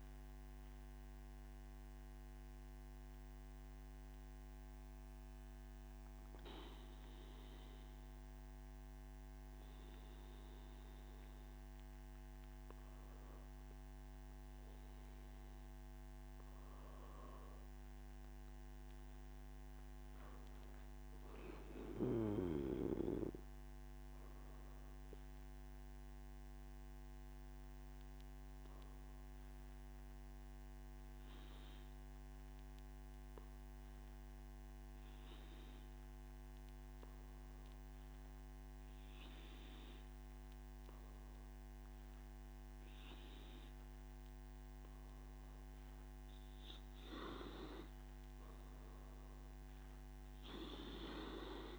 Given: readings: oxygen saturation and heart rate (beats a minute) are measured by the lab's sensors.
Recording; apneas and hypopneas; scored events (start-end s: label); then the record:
breathing in sleep by a microphone on the trachea; none
none scored
From the record:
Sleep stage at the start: N1 (lightest sleep); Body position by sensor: on the back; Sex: male